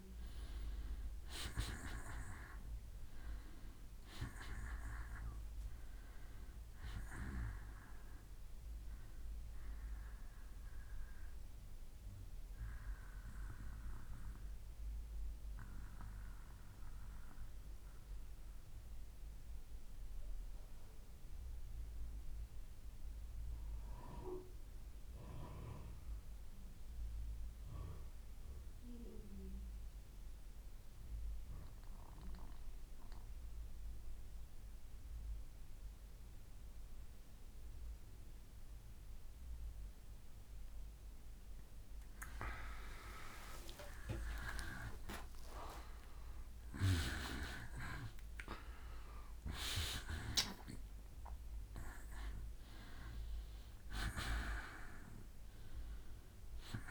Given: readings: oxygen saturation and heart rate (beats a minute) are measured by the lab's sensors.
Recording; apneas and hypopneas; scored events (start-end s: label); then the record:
breathing in sleep by a room microphone; 1
0.00-13.00 s: oxygen desaturation (device-marked, oxygen 85% lowest, heart rate 65 extreme)
12.00-39.50 s: mixed apnea (oxygen 96% before, 85% lowest, heart rate 72 before, 65 extreme, up 6 after)
40.00-56.91 s: oxygen desaturation (device-marked, oxygen 96% before, 85% lowest, heart rate 68 before, 65 extreme)
42.00-46.50 s: arousal
From the record:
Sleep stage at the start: N2 (light sleep); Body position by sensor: on the back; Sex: male